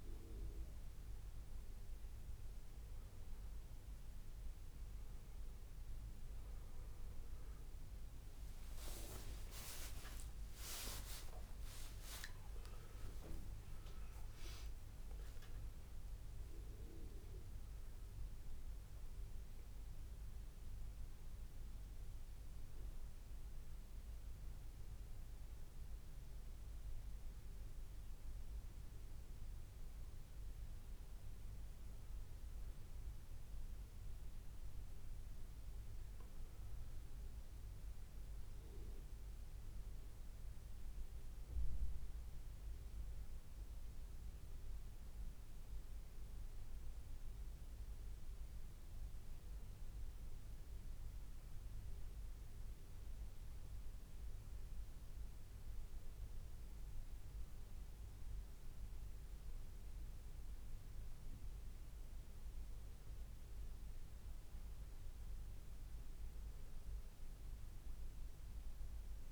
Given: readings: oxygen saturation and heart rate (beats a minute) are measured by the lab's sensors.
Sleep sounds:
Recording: breathing in sleep by a room microphone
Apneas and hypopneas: none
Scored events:
9.00-13.00 s: arousal
10.50-12.50 s: long interval between heartbeats (device-marked, heart rate 85 before, 101 extreme)
41.00-69.32 s: new sleep stage, N2 (light sleep)
66.50-68.50 s: long interval between heartbeats (device-marked, heart rate 85 before, 87 extreme)
From the record:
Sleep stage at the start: N1 (lightest sleep)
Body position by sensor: on the back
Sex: male

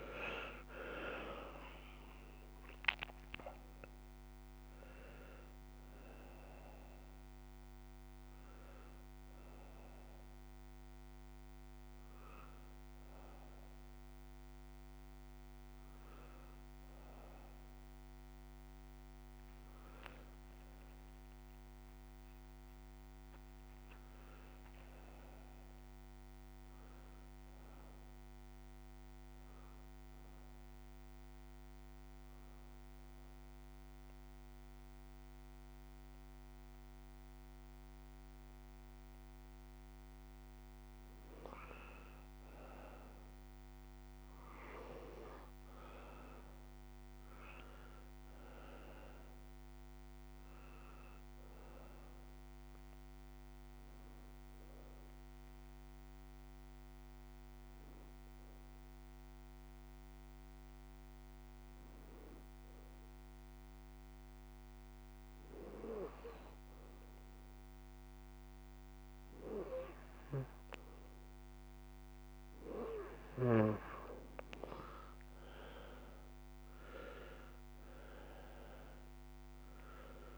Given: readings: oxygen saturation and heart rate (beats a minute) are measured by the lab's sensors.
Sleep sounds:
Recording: breathing in sleep by a microphone on the trachea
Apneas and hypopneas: 2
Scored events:
0.00-16.50 s: oxygen desaturation (device-marked, oxygen 88% lowest)
23.50-27.00 s: arousal
29.50-40.50 s: hypopnea (oxygen 92% before, 89% lowest)
45.50-50.00 s: arousal
48.50-57.50 s: oxygen desaturation (device-marked, oxygen 96% before, 89% lowest)
56.00-67.00 s: hypopnea (oxygen 96% before, 89% lowest)
70.50-80.38 s: oxygen desaturation (device-marked, oxygen 94% before, 89% lowest)
75.50-80.00 s: arousal
From the record:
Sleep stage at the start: N2 (light sleep)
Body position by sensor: on the back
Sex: male

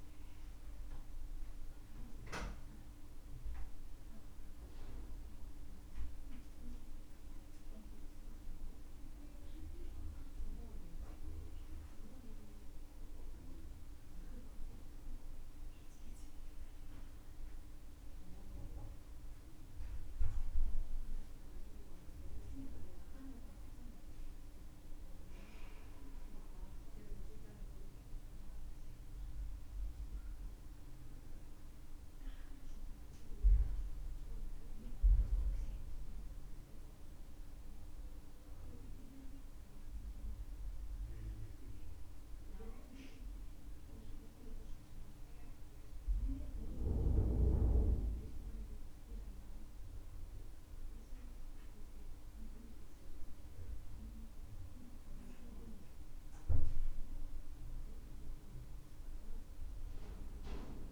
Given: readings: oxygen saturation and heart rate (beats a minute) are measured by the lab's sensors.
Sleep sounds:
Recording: a person awake in a sleep study, by a room microphone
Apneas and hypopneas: none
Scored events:
none scored
From the record:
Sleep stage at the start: awake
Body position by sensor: on the back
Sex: male

